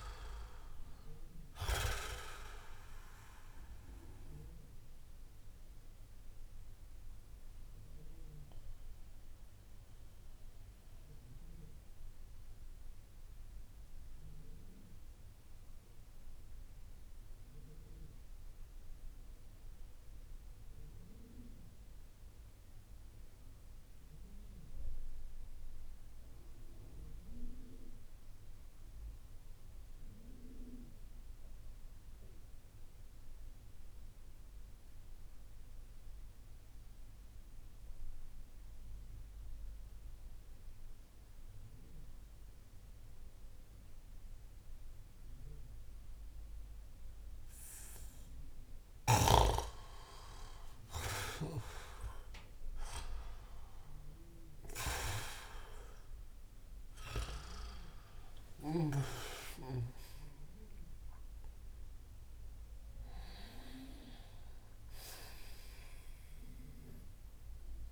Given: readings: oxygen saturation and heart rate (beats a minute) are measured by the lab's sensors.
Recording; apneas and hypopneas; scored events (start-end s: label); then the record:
breathing in sleep by a room microphone; 1
0.00-1.50 s: snoring (device-marked)
0.00-8.00 s: oxygen desaturation (device-marked, oxygen 91% lowest)
3.50-48.50 s: obstructive apnea (oxygen 97% before, 88% lowest)
13.00-28.00 s: oxygen desaturation (device-marked, oxygen 92% before, 89% lowest)
43.00-67.92 s: oxygen desaturation (device-marked, oxygen 97% before, 88% lowest)
49.50-54.00 s: arousal
From the record:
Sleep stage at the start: N2 (light sleep); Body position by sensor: on the back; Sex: male